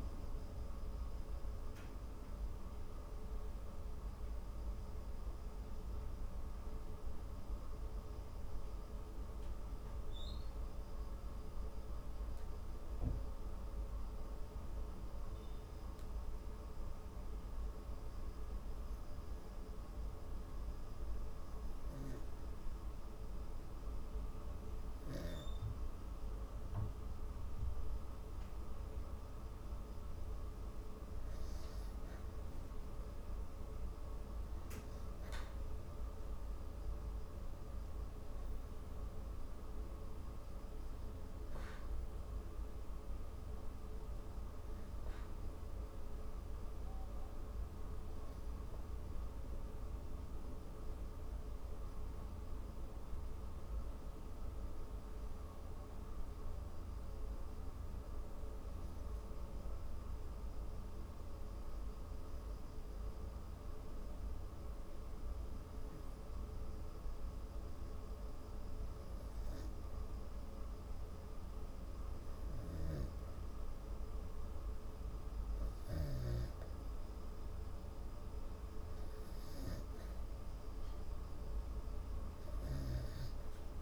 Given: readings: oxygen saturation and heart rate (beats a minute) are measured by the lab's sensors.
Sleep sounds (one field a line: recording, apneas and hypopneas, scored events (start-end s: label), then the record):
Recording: breathing in sleep, hard to hear, by a room microphone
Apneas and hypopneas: 2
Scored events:
4.50-7.50 s: arousal
12.00-25.50 s: obstructive apnea (oxygen 96% before, 93% lowest)
28.00-31.00 s: arousal
33.00-48.00 s: oxygen desaturation (device-marked, oxygen 96% before, 93% lowest)
45.50-49.50 s: arousal
50.00-62.00 s: oxygen desaturation (device-marked, oxygen 97% before, 93% lowest)
52.00-75.50 s: obstructive apnea (oxygen 97% before, 93% lowest)
76.50-79.50 s: arousal
82.00-83.82 s: oxygen desaturation (device-marked, oxygen 97% before, 93% lowest)
From the record:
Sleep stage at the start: N2 (light sleep)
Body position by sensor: on the back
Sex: female